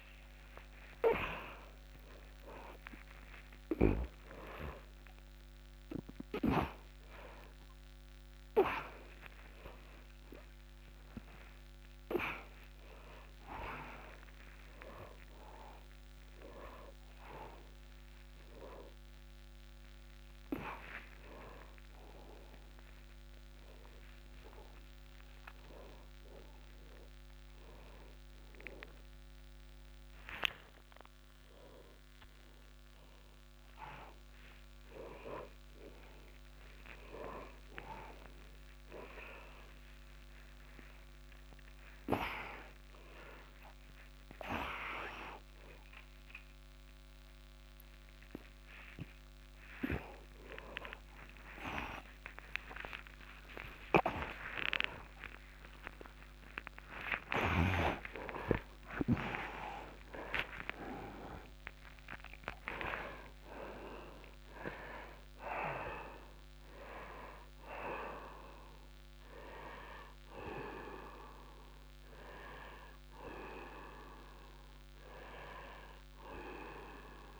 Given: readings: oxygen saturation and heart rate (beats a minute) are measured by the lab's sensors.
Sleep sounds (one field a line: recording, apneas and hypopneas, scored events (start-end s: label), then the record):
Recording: a person awake in a sleep study, by a microphone on the trachea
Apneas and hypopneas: none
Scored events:
1.00-3.00 s: long interval between heartbeats (device-marked, heart rate 127 before, 121 extreme)
4.00-6.00 s: long interval between heartbeats (device-marked, heart rate 134 before, 116 extreme)
44.50-46.50 s: long interval between heartbeats (device-marked, heart rate 86 before, 107 extreme)
47.00-49.00 s: long interval between heartbeats (device-marked, heart rate 89 before, 138 extreme)
49.00-51.00 s: long interval between heartbeats (device-marked, heart rate 95 before, 167 extreme)
53.00-55.00 s: long interval between heartbeats (device-marked, heart rate 109 before, 158 extreme)
55.50-77.40 s: new sleep stage, N1 (lightest sleep)
63.00-65.00 s: long interval between heartbeats (device-marked, heart rate 124 before, 94 extreme)
From the record:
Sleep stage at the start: awake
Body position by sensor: upright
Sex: male